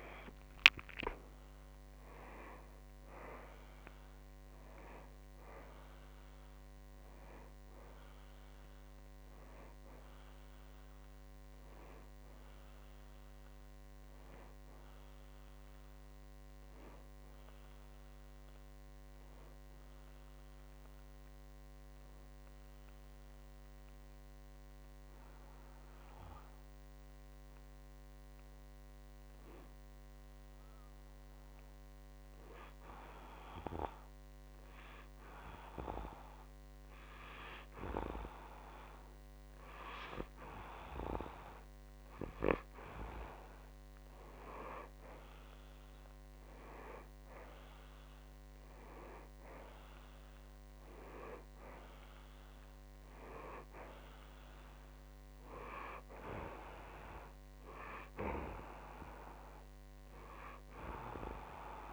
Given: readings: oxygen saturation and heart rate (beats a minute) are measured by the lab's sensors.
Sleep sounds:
breathing in sleep by a microphone on the trachea; 1
21.00-42.00 s: hypopnea (oxygen 95% before, 92% lowest, heart rate 63 before, 55 extreme, up 6 after)
43.50-48.00 s: arousal
49.50-61.93 s: oxygen desaturation (device-marked, oxygen 97% before, 92% lowest, heart rate 58 before, 56 extreme)
From the record:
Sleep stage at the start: N2 (light sleep); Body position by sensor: on the back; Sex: male

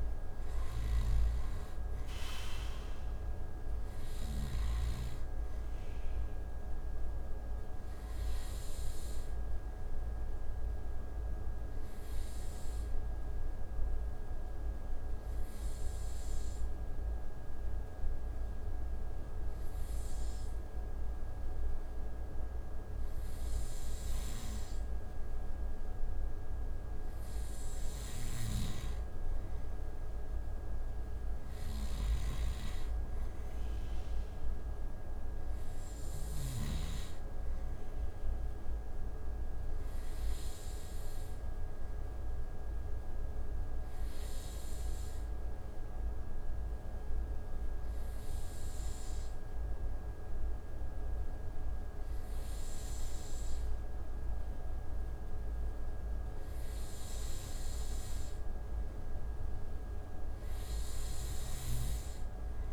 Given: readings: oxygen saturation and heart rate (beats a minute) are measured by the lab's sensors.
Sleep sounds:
breathing in sleep, hard to hear, by a room microphone; 2
0.00-2.50 s: arousal
0.00-4.00 s: snoring (device-marked)
0.00-19.50 s: oxygen desaturation (device-marked, oxygen 89% lowest)
7.50-25.50 s: hypopnea (oxygen 96% before, 89% lowest)
27.50-36.00 s: snoring (device-marked)
29.00-32.50 s: arousal
33.50-55.50 s: oxygen desaturation (device-marked, oxygen 95% before, 91% lowest)
41.50-54.50 s: hypopnea (oxygen 95% before, 90% lowest)
59.00-62.00 s: arousal
From the record:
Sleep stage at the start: N2 (light sleep); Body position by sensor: on the right side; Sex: male

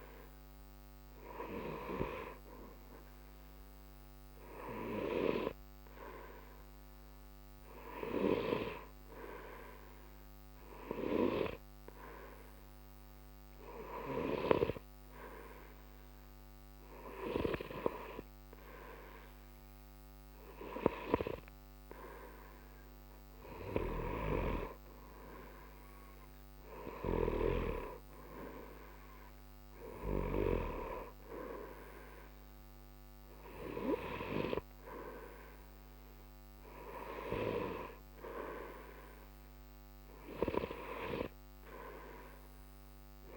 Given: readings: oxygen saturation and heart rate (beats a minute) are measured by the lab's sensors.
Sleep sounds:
breathing in sleep by a microphone on the trachea; 1
10.00-21.00 s: hypopnea (oxygen 94% before, 92% lowest, heart rate 60 before, 60 extreme, up 0 after)
23.50-27.50 s: arousal
From the record:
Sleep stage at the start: N2 (light sleep); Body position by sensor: on the right side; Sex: male

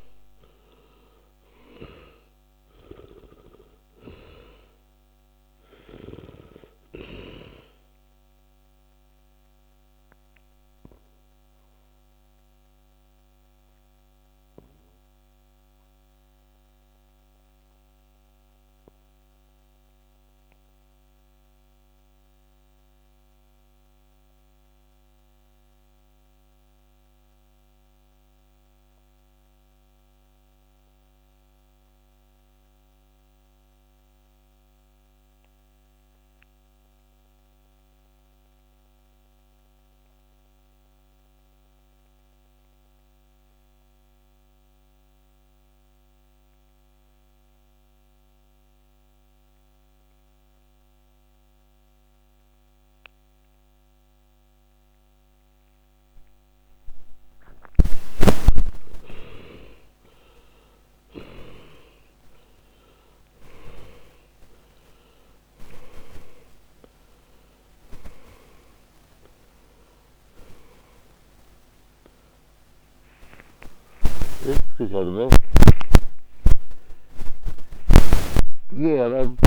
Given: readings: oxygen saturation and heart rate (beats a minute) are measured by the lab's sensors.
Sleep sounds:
breathing in sleep by a microphone on the trachea; 1
0.00-3.00 s: oxygen desaturation (device-marked, oxygen 79% lowest, heart rate 43 extreme)
8.50-57.00 s: obstructive apnea (oxygen 97% before, 82% lowest, heart rate 57 before, 43 extreme, up 22 after)
28.00-39.00 s: oxygen desaturation (device-marked, oxygen 98% before, 84% lowest, heart rate 46 before, 47 extreme)
51.00-79.47 s: oxygen desaturation (device-marked, oxygen 99% before, 91% lowest, heart rate 49 before, 48 extreme)
74.00-79.00 s: snoring (device-marked)
78.00-79.47 s: new sleep stage, awake
From the record:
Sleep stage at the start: N2 (light sleep); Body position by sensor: on the back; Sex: male

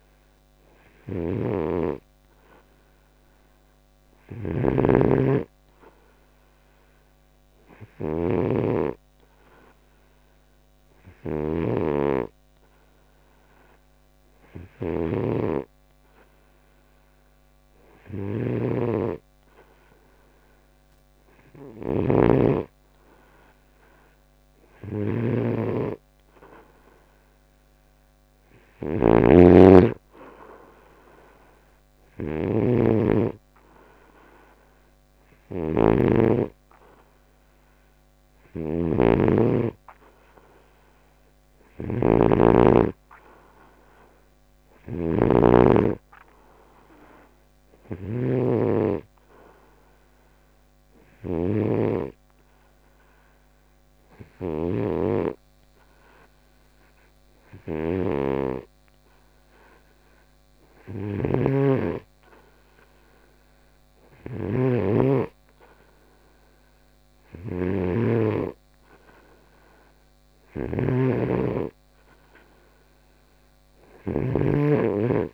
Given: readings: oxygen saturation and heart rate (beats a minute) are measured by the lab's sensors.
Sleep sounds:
breathing in sleep by a microphone on the trachea; 1
50.50-63.00 s: hypopnea (oxygen 92% before, 89% lowest, heart rate 74 before, 69 extreme, up 2 after)
65.00-69.00 s: arousal
From the record:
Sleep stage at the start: N2 (light sleep); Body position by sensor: on the right side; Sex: male

